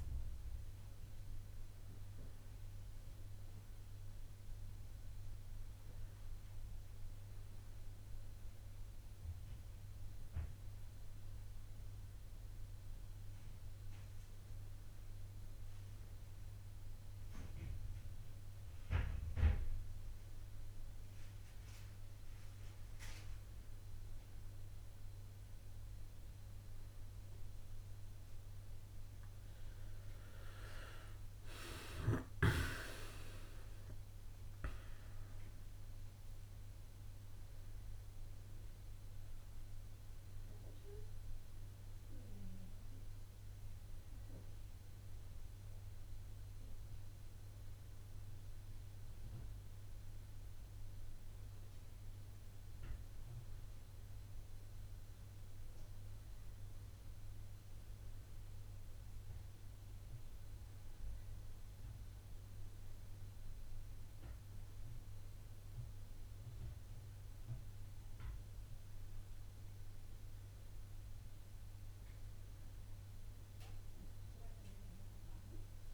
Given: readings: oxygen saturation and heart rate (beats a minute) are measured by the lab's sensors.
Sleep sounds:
breathing in sleep by a room microphone; none
8.50-75.94 s: new sleep stage, N2 (light sleep)
33.50-37.00 s: arousal
From the record:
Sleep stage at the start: N1 (lightest sleep); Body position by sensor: on the back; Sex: male

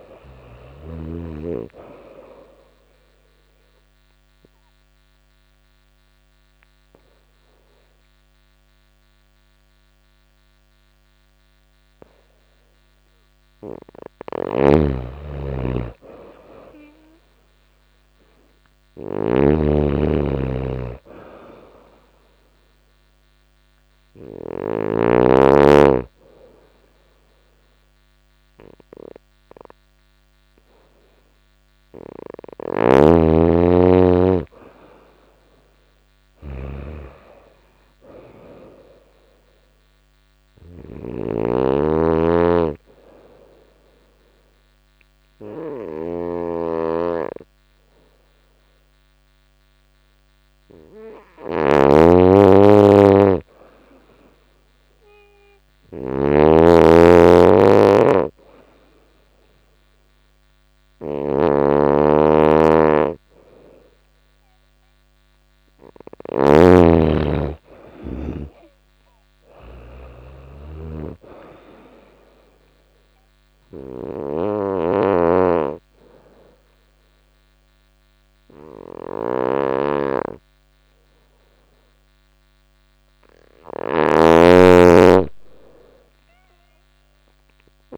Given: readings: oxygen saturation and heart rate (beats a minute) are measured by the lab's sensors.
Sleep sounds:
breathing in sleep by a microphone on the trachea; 3
2.50-13.00 s: obstructive apnea (oxygen 97% before, 90% lowest, heart rate 95 before, 86 extreme, up 3 after)
13.50-24.00 s: snoring (device-marked)
15.00-18.00 s: arousal
22.50-37.50 s: oxygen desaturation (device-marked, oxygen 96% before, 92% lowest, heart rate 88 before, 87 extreme)
32.00-87.98 s: snoring (device-marked)
33.00-36.50 s: arousal
39.00-50.00 s: hypopnea (oxygen 96% before, 90% lowest, heart rate 88 before, 87 extreme, up 1 after)
43.50-56.50 s: oxygen desaturation (device-marked, oxygen 97% before, 93% lowest, heart rate 89 before, 87 extreme)
55.50-59.50 s: arousal
60.50-78.50 s: oxygen desaturation (device-marked, oxygen 96% before, 90% lowest, heart rate 88 before, 88 extreme)
72.00-83.50 s: obstructive apnea (oxygen 96% before, 90% lowest, heart rate 88 before, 87 extreme, up 1 after)
86.00-87.98 s: arousal
From the record:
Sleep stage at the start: N2 (light sleep); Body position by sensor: on the right side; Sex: female

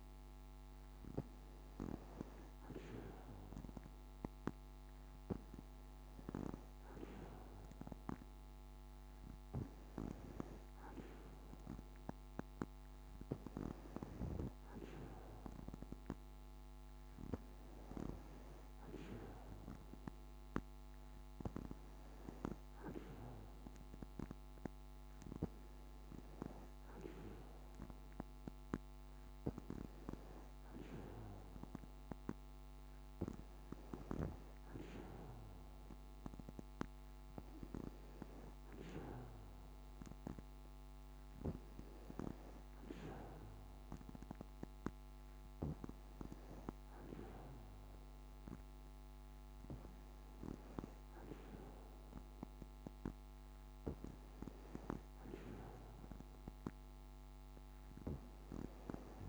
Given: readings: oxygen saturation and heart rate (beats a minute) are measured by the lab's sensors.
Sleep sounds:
breathing in sleep by a microphone on the trachea; none
none scored
From the record:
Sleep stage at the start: N2 (light sleep); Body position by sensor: on the back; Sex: female

